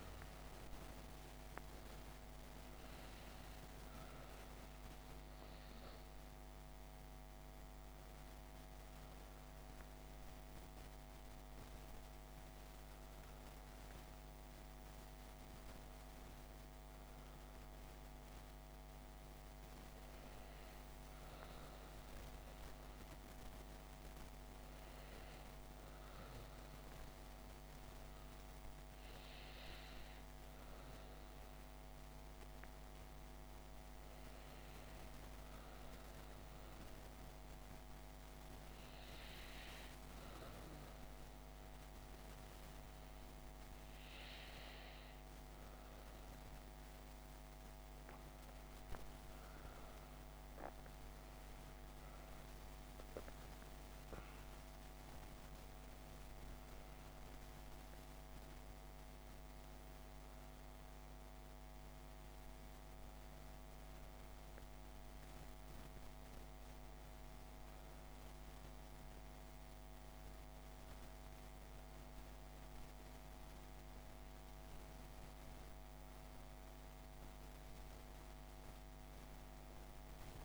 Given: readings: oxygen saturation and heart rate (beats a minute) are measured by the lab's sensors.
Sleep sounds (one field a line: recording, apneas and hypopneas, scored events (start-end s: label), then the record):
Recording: breathing in sleep, hard to hear, by a microphone on the trachea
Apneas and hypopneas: none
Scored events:
50.50-55.00 s: arousal
From the record:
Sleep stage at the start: N2 (light sleep)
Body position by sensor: on the back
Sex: female